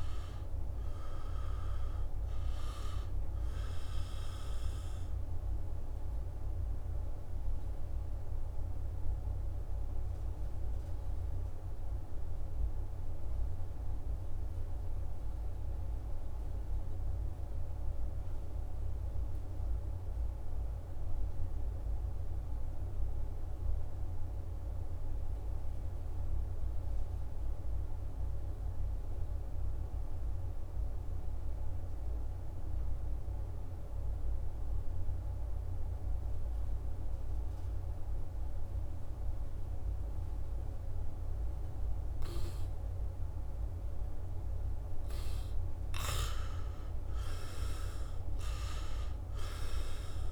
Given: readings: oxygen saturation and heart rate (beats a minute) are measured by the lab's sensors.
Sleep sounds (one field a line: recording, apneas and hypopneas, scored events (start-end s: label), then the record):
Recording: breathing in sleep, hard to hear, by a room microphone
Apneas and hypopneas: 1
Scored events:
0.00-24.00 s: oxygen desaturation (device-marked, oxygen 84% lowest, heart rate 66 extreme)
7.00-44.00 s: mixed apnea (oxygen 98% before, 83% lowest, heart rate 73 before, 63 extreme, up 8 after)
39.00-50.32 s: oxygen desaturation (device-marked, oxygen 98% before, 83% lowest, heart rate 67 before, 63 extreme)
46.00-50.32 s: arousal
From the record:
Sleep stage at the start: N2 (light sleep)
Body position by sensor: on the back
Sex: male